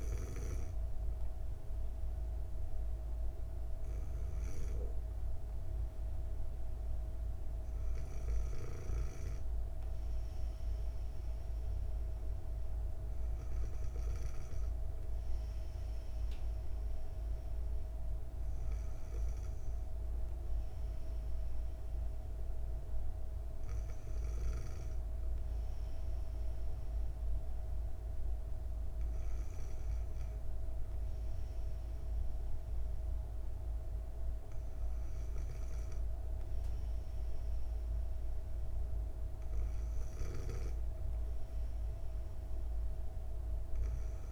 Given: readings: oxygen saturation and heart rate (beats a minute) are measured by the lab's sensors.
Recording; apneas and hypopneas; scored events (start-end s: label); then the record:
breathing in sleep, hard to hear, by a room microphone; none
0.00-8.50 s: snoring (device-marked)
From the record:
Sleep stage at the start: N2 (light sleep); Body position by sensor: on the back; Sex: female